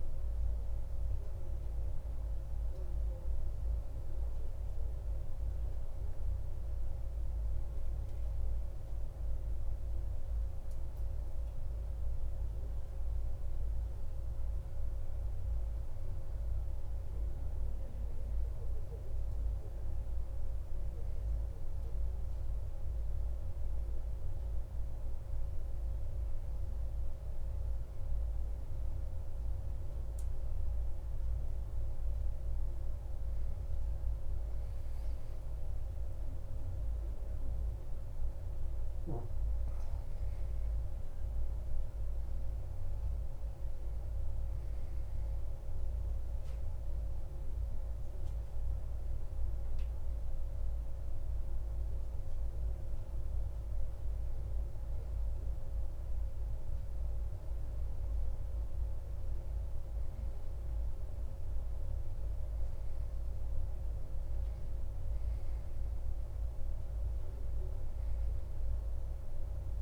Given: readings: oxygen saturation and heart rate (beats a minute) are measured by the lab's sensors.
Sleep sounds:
breathing in sleep, hard to hear, by a room microphone; none
36.00-39.50 s: arousal
66.00-69.50 s: arousal
From the record:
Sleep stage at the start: N2 (light sleep); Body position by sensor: on the back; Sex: male

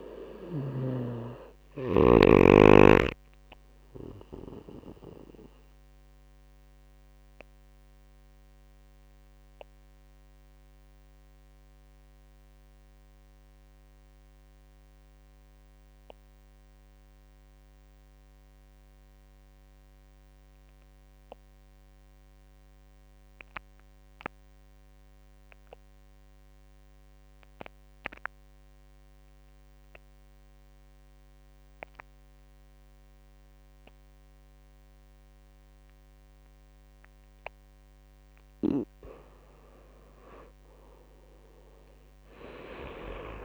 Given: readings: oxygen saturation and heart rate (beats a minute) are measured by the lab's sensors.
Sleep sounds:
breathing in sleep by a microphone on the trachea; 1
0.00-9.50 s: oxygen desaturation (device-marked, oxygen 88% lowest)
5.00-37.00 s: obstructive apnea (oxygen 97% before, 87% lowest)
16.50-22.50 s: tachycardia (device-marked)
37.50-43.45 s: oxygen desaturation (device-marked, oxygen 98% before, 87% lowest)
38.00-42.50 s: arousal
From the record:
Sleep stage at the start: N2 (light sleep); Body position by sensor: on the right side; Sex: male

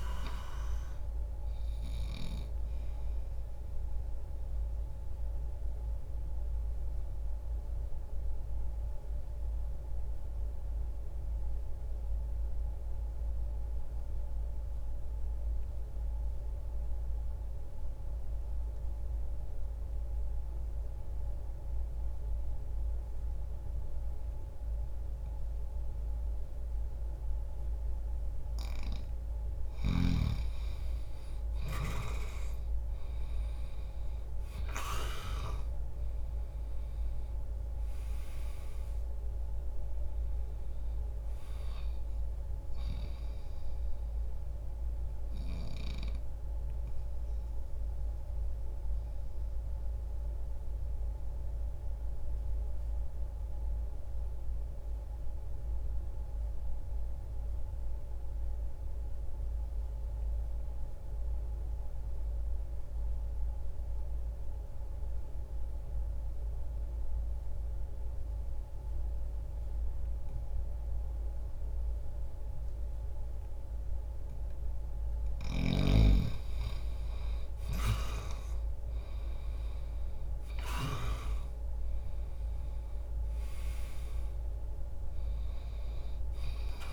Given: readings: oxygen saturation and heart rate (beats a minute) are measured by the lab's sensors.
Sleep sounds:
breathing in sleep by a room microphone; 2
0.00-23.50 s: oxygen desaturation (device-marked, oxygen 83% lowest, heart rate 60 extreme)
3.00-29.00 s: mixed apnea (oxygen 98% before, 83% lowest, heart rate 60 before, 60 extreme, up 10 after)
32.50-37.00 s: arousal
32.50-50.50 s: oxygen desaturation (device-marked, oxygen 95% before, 87% lowest, heart rate 60 before, 60 extreme)
44.50-74.50 s: mixed apnea (oxygen 95% before, 82% lowest, heart rate 63 before, 60 extreme, up 0 after)
56.50-68.50 s: oxygen desaturation (device-marked, oxygen 89% before, 83% lowest, heart rate 63 before, 60 extreme)
76.50-86.93 s: oxygen desaturation (device-marked, oxygen 97% before, 82% lowest, heart rate 60 before, 60 extreme)
77.00-82.00 s: arousal
From the record:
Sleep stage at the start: N2 (light sleep); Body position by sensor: on the back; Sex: male

